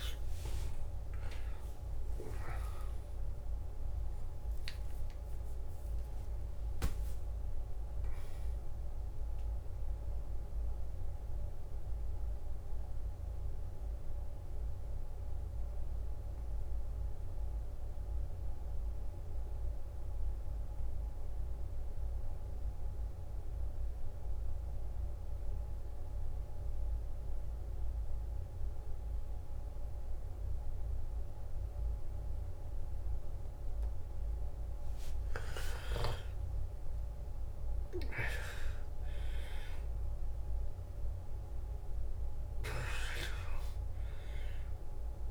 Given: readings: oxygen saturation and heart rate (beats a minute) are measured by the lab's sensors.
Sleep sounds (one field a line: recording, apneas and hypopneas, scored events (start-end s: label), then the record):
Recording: breathing in sleep by a room microphone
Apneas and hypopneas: 1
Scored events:
13.00-34.50 s: mixed apnea (oxygen 97% before, 87% lowest, heart rate 72 before, 55 extreme, up 17 after)
31.00-45.31 s: oxygen desaturation (device-marked, oxygen 96% before, 87% lowest, heart rate 60 before, 58 extreme)
35.50-40.00 s: arousal
From the record:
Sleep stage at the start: N2 (light sleep)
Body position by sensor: on the back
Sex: male